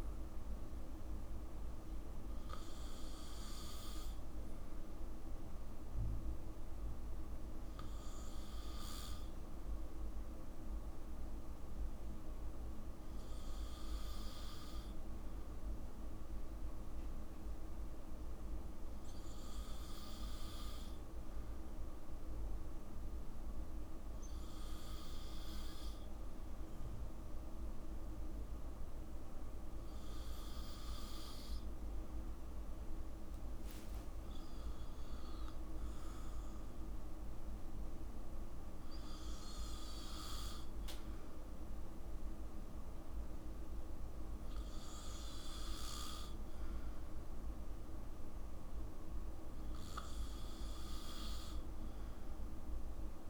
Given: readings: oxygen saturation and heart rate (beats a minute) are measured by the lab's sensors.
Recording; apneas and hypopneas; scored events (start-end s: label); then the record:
breathing in sleep, hard to hear, by a room microphone; none
none scored
From the record:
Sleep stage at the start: N2 (light sleep); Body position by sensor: on the back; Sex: male